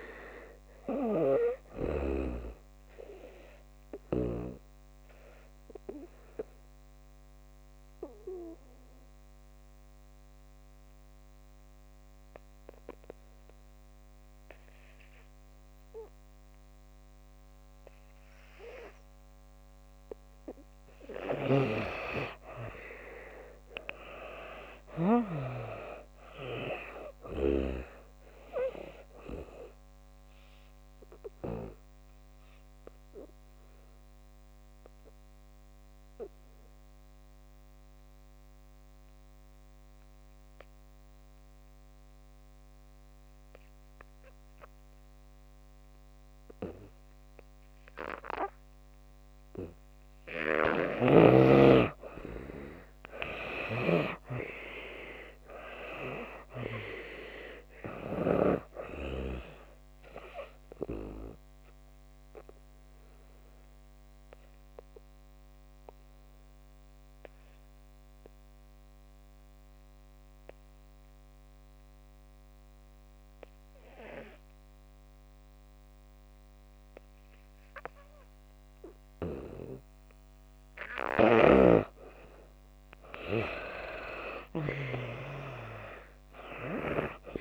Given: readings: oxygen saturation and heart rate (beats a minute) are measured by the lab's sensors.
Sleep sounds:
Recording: breathing in sleep by a microphone on the trachea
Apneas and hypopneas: 3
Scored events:
0.00-20.00 s: oxygen desaturation (device-marked, oxygen 73% lowest)
4.50-20.00 s: obstructive apnea (oxygen 96% before, 73% lowest)
22.00-25.50 s: arousal
22.00-47.00 s: oxygen desaturation (device-marked, oxygen 96% before, 78% lowest)
30.00-49.50 s: obstructive apnea (oxygen 96% before, 73% lowest)
49.00-79.00 s: oxygen desaturation (device-marked, oxygen 95% before, 73% lowest)
52.00-55.00 s: arousal
61.00-80.00 s: obstructive apnea (oxygen 95% before, 73% lowest)
81.00-87.41 s: oxygen desaturation (device-marked, oxygen 95% before, 76% lowest)
81.50-84.50 s: arousal
From the record:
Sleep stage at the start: N2 (light sleep)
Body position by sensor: on the back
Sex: female

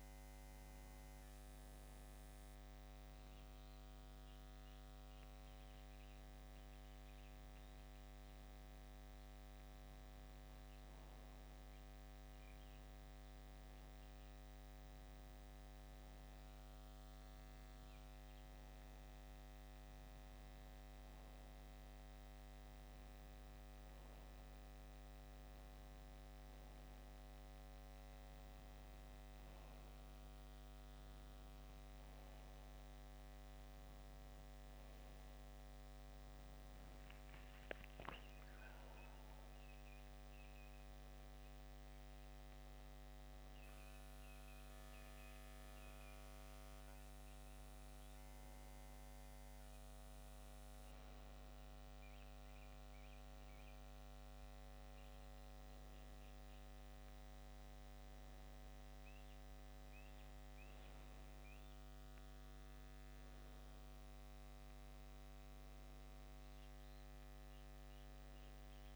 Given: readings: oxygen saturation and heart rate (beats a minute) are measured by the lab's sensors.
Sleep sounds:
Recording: breathing in sleep, hard to hear, by a microphone on the trachea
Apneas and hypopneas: none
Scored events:
16.00-68.96 s: new sleep stage, N1 (lightest sleep)
39.00-42.50 s: arousal
From the record:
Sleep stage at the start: N2 (light sleep)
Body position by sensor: on the back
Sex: male

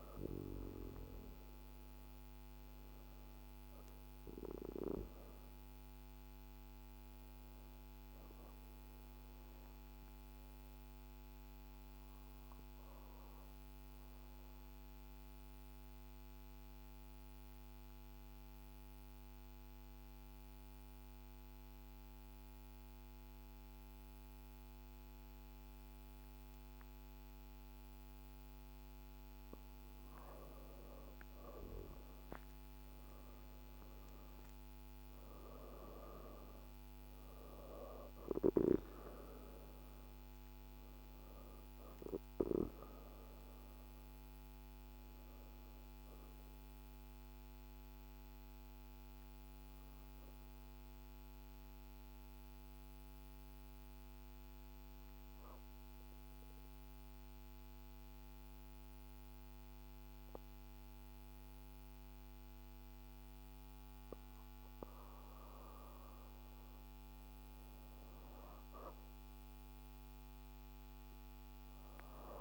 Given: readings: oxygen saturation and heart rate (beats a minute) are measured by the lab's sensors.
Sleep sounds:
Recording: breathing in sleep by a microphone on the trachea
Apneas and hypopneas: 2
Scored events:
0.00-12.00 s: oxygen desaturation (device-marked, oxygen 84% lowest, heart rate 46 extreme)
8.50-28.00 s: obstructive apnea (oxygen 98% before, 86% lowest, heart rate 51 before, 48 extreme, up 4 after)
29.00-54.00 s: oxygen desaturation (device-marked, oxygen 98% before, 86% lowest, heart rate 51 before, 49 extreme)
31.00-35.00 s: arousal
47.00-66.50 s: obstructive apnea (oxygen 98% before, 86% lowest, heart rate 54 before, 49 extreme, up 1 after)
68.00-72.41 s: oxygen desaturation (device-marked, oxygen 98% before, 90% lowest, heart rate 51 before, 50 extreme)
From the record:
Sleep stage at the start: N2 (light sleep)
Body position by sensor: on the back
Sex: female

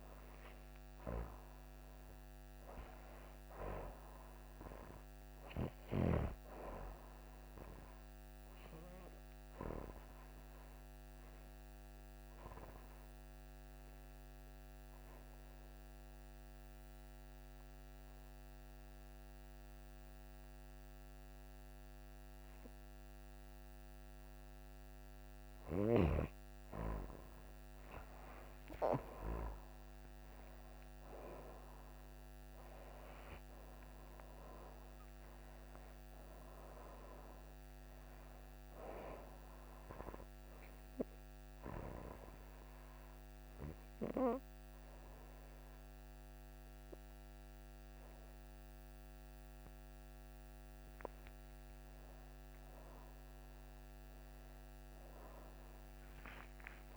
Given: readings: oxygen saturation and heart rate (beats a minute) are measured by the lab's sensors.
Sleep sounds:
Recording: breathing in sleep by a microphone on the trachea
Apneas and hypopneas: 2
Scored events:
4.50-22.50 s: oxygen desaturation (device-marked, oxygen 99% before, 95% lowest, heart rate 65 before, 58 extreme)
10.50-24.50 s: obstructive apnea (oxygen 99% before, 92% lowest, heart rate 64 before, 57 extreme, up 16 after)
27.50-32.00 s: arousal
32.50-56.97 s: oxygen desaturation (device-marked, oxygen 97% before, 92% lowest, heart rate 63 before, 43 extreme)
39.50-49.50 s: obstructive apnea (oxygen 97% before, 92% lowest, heart rate 66 before, 52 extreme, up 15 after)
51.00-56.00 s: arousal
From the record:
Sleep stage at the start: N2 (light sleep)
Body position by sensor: on the back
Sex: female

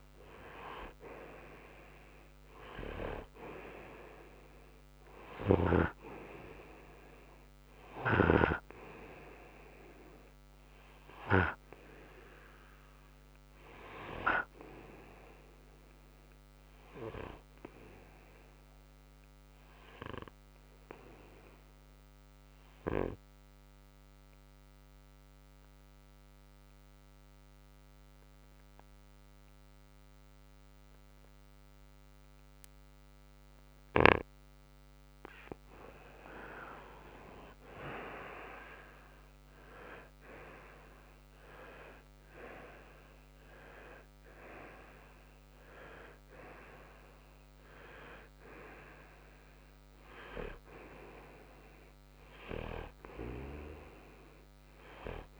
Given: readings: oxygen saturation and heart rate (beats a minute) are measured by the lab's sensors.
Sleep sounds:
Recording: breathing in sleep by a microphone on the trachea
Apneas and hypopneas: 1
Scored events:
21.50-34.50 s: obstructive apnea (oxygen 93% before, 92% lowest, heart rate 61 before, 57 extreme, up 11 after)
37.00-41.50 s: arousal
From the record:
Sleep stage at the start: N2 (light sleep)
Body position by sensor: on the right side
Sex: male

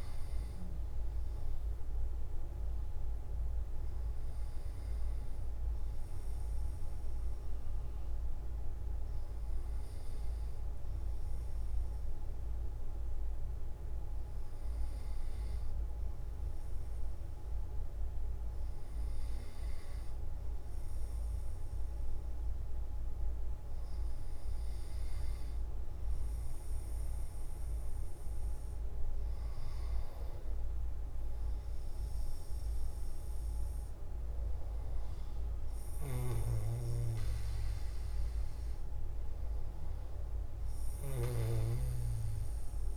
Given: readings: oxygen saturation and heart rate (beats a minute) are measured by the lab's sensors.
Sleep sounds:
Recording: breathing in sleep, hard to hear, by a room microphone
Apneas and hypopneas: 1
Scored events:
7.50-26.00 s: hypopnea (oxygen 97% before, 96% lowest, heart rate 114 before, 57 extreme, up 36 after)
36.00-41.50 s: snoring (device-marked)
From the record:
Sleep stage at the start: N1 (lightest sleep)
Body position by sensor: on the back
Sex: male

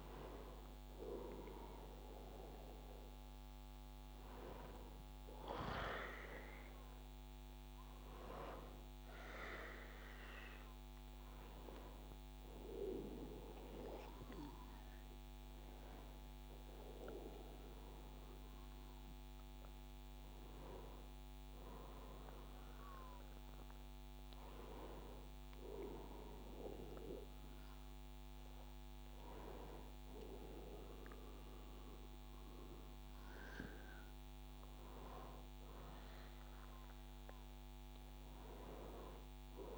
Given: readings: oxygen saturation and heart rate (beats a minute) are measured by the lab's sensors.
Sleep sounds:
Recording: a person awake in a sleep study, by a microphone on the trachea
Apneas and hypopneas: none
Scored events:
none scored
From the record:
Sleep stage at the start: awake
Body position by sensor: on the back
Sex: male

